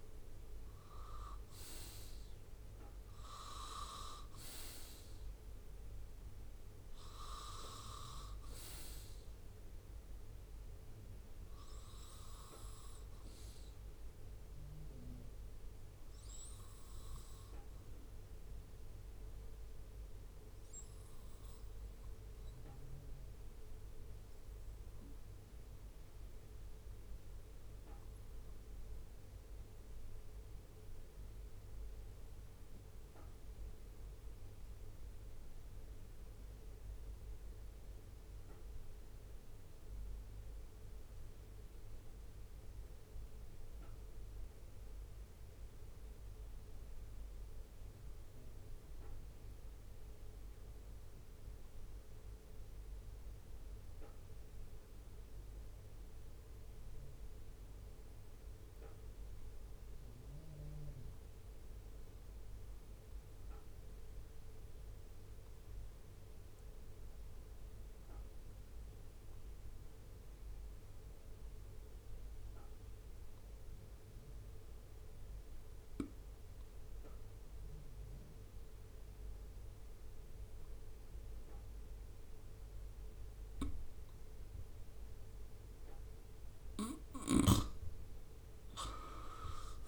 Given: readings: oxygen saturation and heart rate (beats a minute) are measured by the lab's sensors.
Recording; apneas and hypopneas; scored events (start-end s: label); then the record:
breathing in sleep by a room microphone; 1
21.50-32.50 s: oxygen desaturation (device-marked, oxygen 97% before, 92% lowest, heart rate 65 before, 65 extreme)
26.50-85.50 s: obstructive apnea (oxygen 97% before, 86% lowest, heart rate 66 before, 65 extreme, up 6 after)
59.50-89.88 s: oxygen desaturation (device-marked, oxygen 99% before, 92% lowest, heart rate 68 before, 67 extreme)
87.00-89.88 s: arousal
From the record:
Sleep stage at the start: N2 (light sleep); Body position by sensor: on the right side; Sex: male